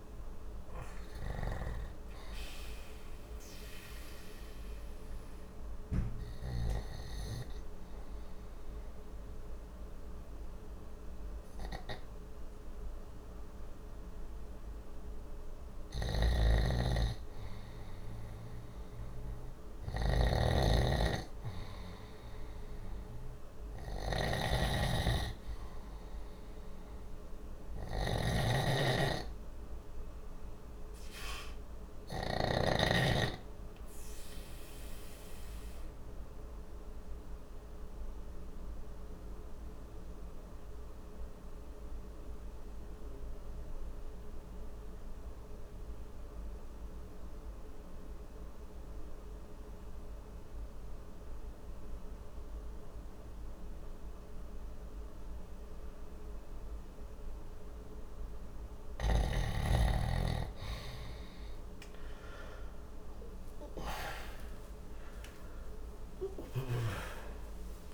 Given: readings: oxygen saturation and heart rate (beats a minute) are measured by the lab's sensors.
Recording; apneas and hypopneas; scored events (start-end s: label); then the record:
breathing in sleep by a room microphone; 2
3.50-20.00 s: hypopnea (oxygen 94% before, 89% lowest, heart rate 63 before, 59 extreme, up 3 after)
12.00-19.00 s: oxygen desaturation (device-marked, oxygen 95% before, 92% lowest, heart rate 62 before, 59 extreme)
15.50-32.00 s: snoring (device-marked)
22.50-26.50 s: arousal
29.00-57.50 s: obstructive apnea (oxygen 99% before, 89% lowest, heart rate 61 before, 59 extreme, up 21 after)
55.00-67.94 s: oxygen desaturation (device-marked, oxygen 96% before, 89% lowest, heart rate 62 before, 59 extreme)
63.50-67.94 s: arousal
From the record:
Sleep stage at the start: N2 (light sleep); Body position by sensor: on the back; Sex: male